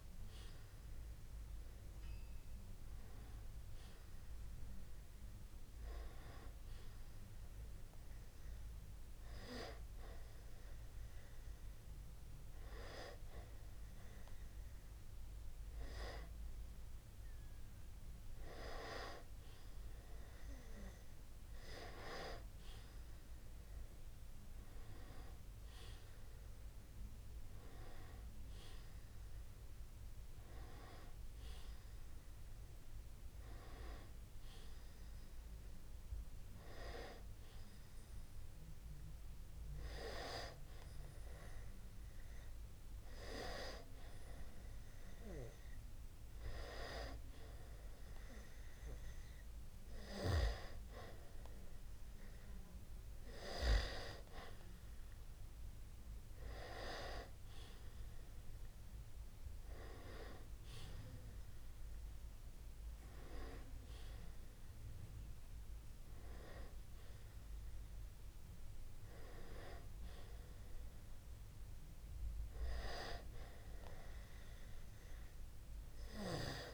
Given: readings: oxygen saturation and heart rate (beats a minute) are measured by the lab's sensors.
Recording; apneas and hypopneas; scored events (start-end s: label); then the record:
breathing in sleep by a room microphone; 1
8.00-18.50 s: hypopnea (oxygen 93% before, 91% lowest)
21.00-24.50 s: arousal
56.50-61.00 s: arousal
From the record:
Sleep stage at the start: N2 (light sleep); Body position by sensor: on the back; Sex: male